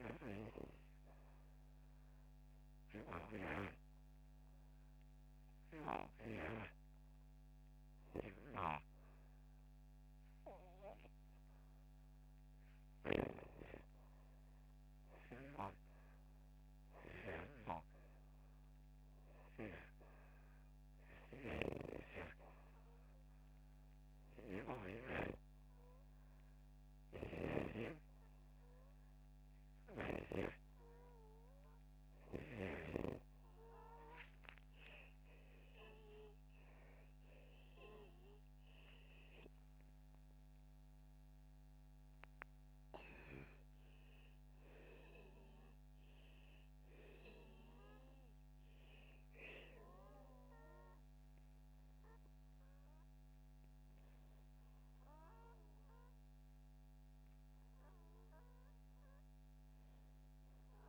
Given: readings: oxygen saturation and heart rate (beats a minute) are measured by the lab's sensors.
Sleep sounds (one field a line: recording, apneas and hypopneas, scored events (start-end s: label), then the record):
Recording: breathing in sleep by a microphone on the trachea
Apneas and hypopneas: none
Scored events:
0.00-10.00 s: oxygen desaturation (device-marked, oxygen 93% lowest, heart rate 77 extreme)
19.00-57.00 s: oxygen desaturation (device-marked, oxygen 95% before, 87% lowest, heart rate 78 before, 74 extreme)
34.50-40.00 s: arousal
From the record:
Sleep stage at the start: REM sleep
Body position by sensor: upright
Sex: male